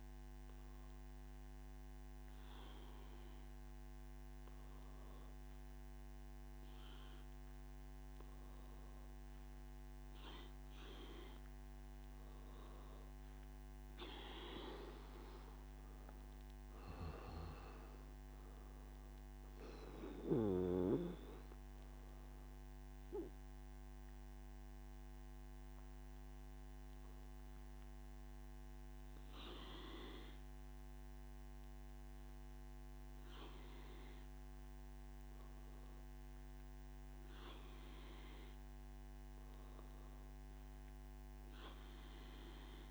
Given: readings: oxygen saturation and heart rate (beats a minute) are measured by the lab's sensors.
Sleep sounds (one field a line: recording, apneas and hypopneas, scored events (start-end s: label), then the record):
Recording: breathing in sleep by a microphone on the trachea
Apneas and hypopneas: none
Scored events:
none scored
From the record:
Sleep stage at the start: N1 (lightest sleep)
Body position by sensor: on the back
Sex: male